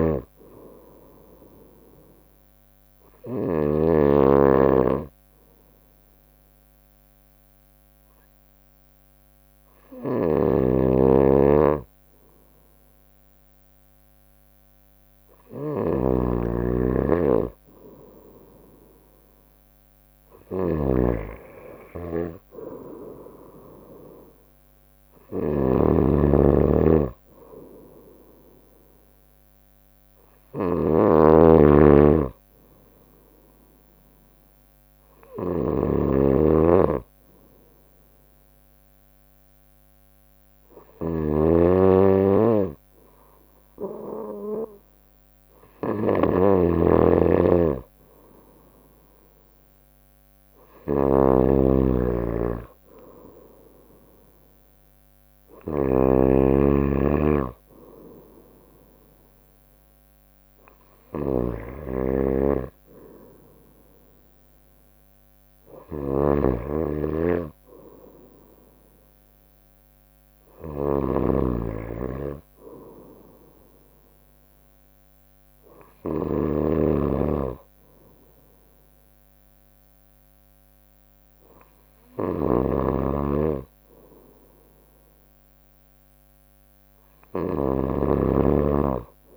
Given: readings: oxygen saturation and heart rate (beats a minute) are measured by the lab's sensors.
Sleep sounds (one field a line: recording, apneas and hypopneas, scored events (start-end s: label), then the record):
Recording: breathing in sleep by a microphone on the trachea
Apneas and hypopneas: 2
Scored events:
0.00-2.00 s: bradycardia (device-marked, heart rate 58 extreme)
0.00-3.50 s: snoring (device-marked)
1.50-15.00 s: obstructive apnea (oxygen 97% before, 94% lowest, heart rate 59 before, 58 extreme, up 4 after)
3.00-14.00 s: bradycardia (device-marked, heart rate 63 before, 58 extreme)
10.00-89.37 s: snoring (device-marked)
17.00-30.00 s: drop in pulse transit time (device-marked, heart rate 59 before, 60 extreme)
28.00-33.00 s: bradycardia (device-marked, heart rate 63 before, 59 extreme)
35.50-48.00 s: obstructive apnea (oxygen 96% before, 94% lowest, heart rate 61 before, 59 extreme, up 3 after)
38.00-42.00 s: bradycardia (device-marked, heart rate 63 before, 59 extreme)
52.00-55.00 s: arousal
70.00-72.00 s: bradycardia (device-marked, heart rate 63 before, 60 extreme)
77.00-84.00 s: bradycardia (device-marked, heart rate 63 before, 59 extreme)
86.00-89.37 s: new sleep stage, N3 (deep sleep)
From the record:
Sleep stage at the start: N2 (light sleep)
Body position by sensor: on the right side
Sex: female